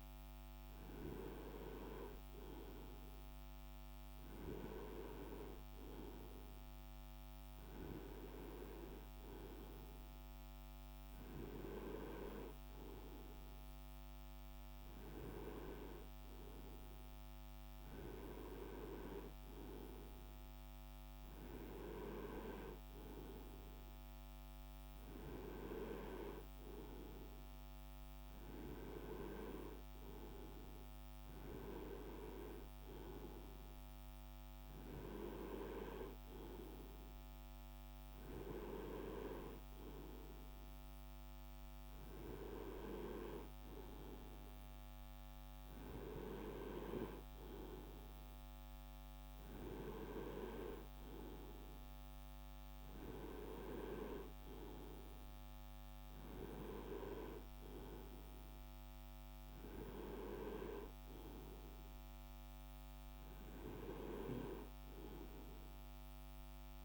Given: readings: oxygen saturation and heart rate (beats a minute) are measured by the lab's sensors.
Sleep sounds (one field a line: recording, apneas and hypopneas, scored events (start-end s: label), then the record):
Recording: breathing in sleep by a microphone on the trachea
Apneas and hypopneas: none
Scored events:
none scored
From the record:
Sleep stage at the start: N2 (light sleep)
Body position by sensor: on the right side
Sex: male